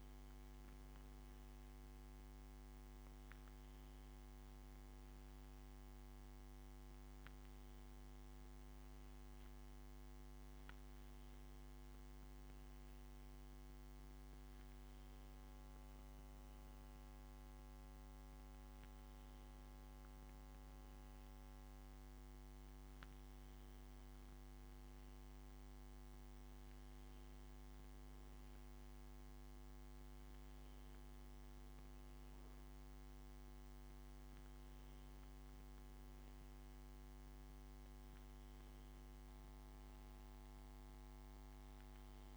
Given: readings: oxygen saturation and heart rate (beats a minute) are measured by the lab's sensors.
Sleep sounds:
breathing in sleep, hard to hear, by a microphone on the trachea; none
none scored
From the record:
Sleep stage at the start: N1 (lightest sleep); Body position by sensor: on the back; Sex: male

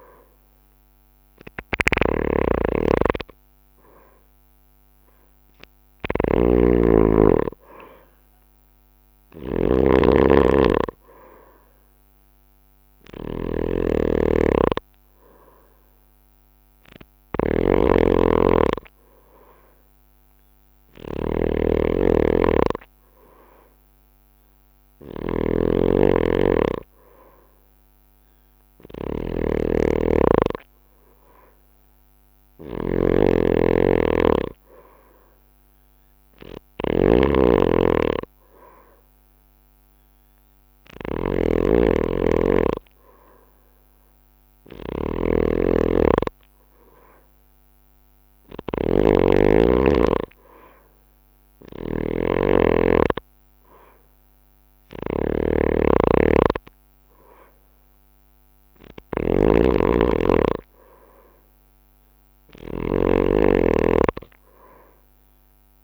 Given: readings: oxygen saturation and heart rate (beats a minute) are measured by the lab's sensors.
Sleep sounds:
breathing in sleep by a microphone on the trachea; none
0.00-65.84 s: snoring (device-marked)
5.00-33.00 s: bradycardia (device-marked)
From the record:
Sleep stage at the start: N2 (light sleep); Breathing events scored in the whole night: 246 in 3.6 hours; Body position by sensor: on the right side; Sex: male

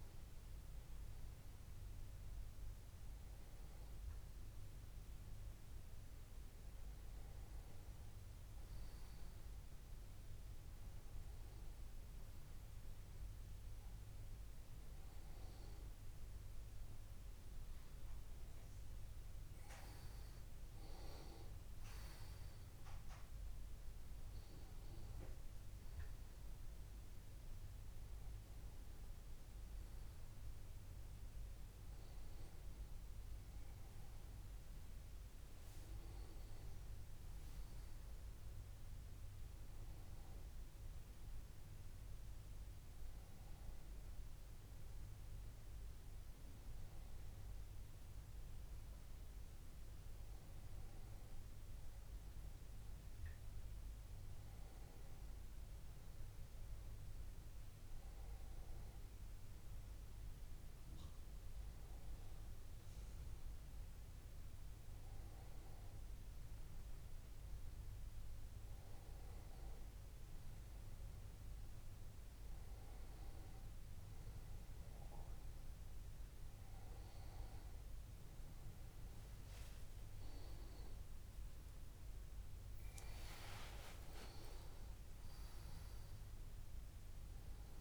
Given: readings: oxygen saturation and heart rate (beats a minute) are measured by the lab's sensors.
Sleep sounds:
a person partly awake in a sleep study, hard to hear, by a room microphone; none
2.50-87.81 s: new sleep stage, N1 (lightest sleep)
79.50-81.50 s: long interval between heartbeats (device-marked, heart rate 69 before, 78 extreme)
80.00-84.00 s: arousal
84.50-86.50 s: long interval between heartbeats (device-marked, heart rate 71 before, 81 extreme)
From the record:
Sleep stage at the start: awake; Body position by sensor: on the back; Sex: male

